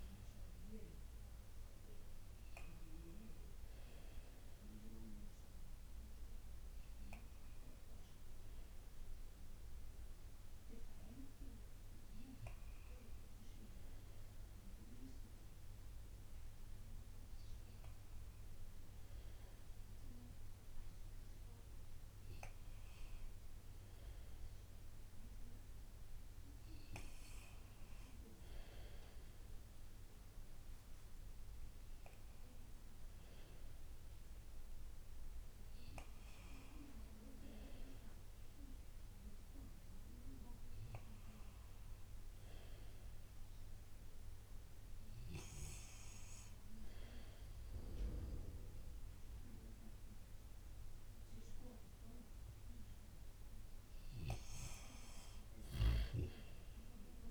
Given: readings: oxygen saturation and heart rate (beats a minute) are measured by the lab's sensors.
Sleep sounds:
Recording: breathing in sleep by a room microphone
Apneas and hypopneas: none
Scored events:
4.50-22.50 s: oxygen desaturation (device-marked, oxygen 93% before, 90% lowest, heart rate 62 before, 59 extreme)
5.50-57.31 s: new sleep stage, N2 (light sleep)
From the record:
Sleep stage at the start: N1 (lightest sleep)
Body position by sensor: on the back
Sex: male

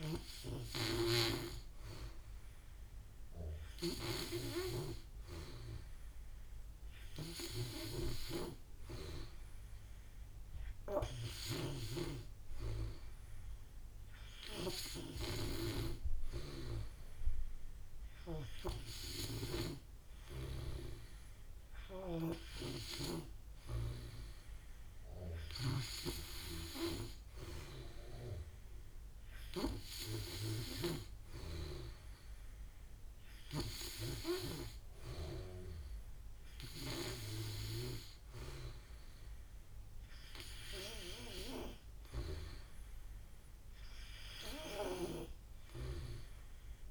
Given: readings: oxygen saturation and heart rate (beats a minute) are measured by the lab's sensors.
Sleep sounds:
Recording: breathing in sleep by a room microphone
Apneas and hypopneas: none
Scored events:
7.00-19.00 s: snoring (device-marked)
26.00-30.50 s: snoring (device-marked)
From the record:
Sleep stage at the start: N3 (deep sleep)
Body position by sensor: on the back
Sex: male

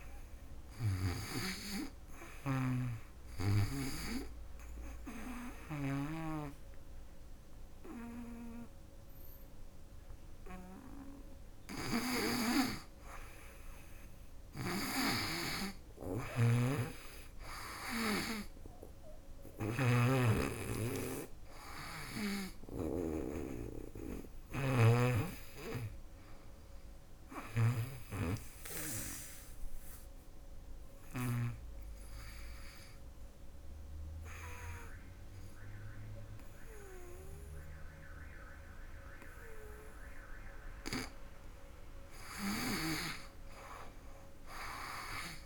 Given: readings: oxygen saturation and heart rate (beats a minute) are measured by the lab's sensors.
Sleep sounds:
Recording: breathing in sleep by a room microphone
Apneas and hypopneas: 2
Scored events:
0.00-5.00 s: snoring (device-marked)
3.00-13.00 s: obstructive apnea (oxygen 99% before, 91% lowest, heart rate 71 before, 73 extreme, up 14 after)
8.50-22.50 s: oxygen desaturation (device-marked, oxygen 99% before, 91% lowest, heart rate 69 before, 70 extreme)
13.50-30.50 s: snoring (device-marked)
15.50-19.00 s: arousal
24.50-33.50 s: oxygen desaturation (device-marked, oxygen 95% before, 91% lowest, heart rate 78 before, 70 extreme)
29.50-40.50 s: hypopnea (oxygen 99% before, 92% lowest, heart rate 80 before, 68 extreme, up 12 after)
41.50-45.46 s: snoring (device-marked)
42.00-45.46 s: arousal
From the record:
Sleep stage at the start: REM sleep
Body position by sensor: on the back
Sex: female

